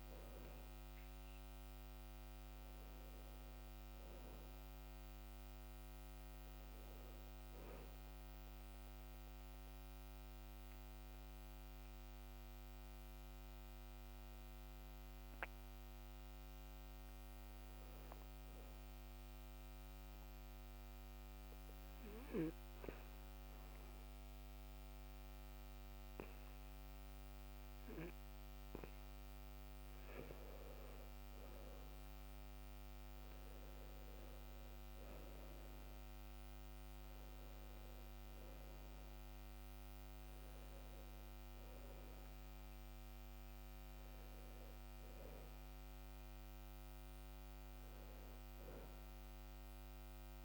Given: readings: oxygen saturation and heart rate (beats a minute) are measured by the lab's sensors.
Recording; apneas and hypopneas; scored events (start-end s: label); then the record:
breathing in sleep, hard to hear, by a microphone on the trachea; 1
11.50-23.50 s: oxygen desaturation (device-marked, oxygen 94% before, 91% lowest, heart rate 67 before, 63 extreme)
20.00-30.50 s: obstructive apnea (oxygen 95% before, 91% lowest, heart rate 64 before, 63 extreme, up 7 after)
38.50-50.45 s: new sleep stage, N2 (light sleep)
From the record:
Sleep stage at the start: N1 (lightest sleep); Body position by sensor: on the back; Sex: male